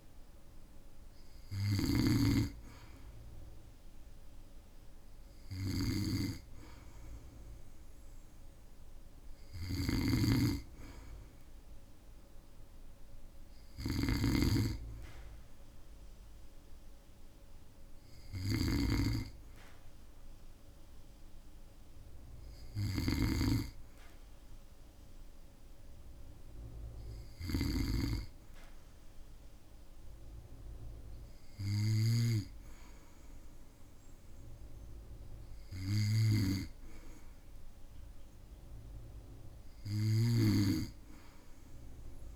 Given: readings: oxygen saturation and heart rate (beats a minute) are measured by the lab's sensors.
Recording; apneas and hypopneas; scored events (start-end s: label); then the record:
breathing in sleep by a room microphone; none
0.00-32.00 s: snoring (device-marked)
39.50-42.36 s: snoring (device-marked)
From the record:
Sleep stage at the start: N2 (light sleep); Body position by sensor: on the back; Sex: male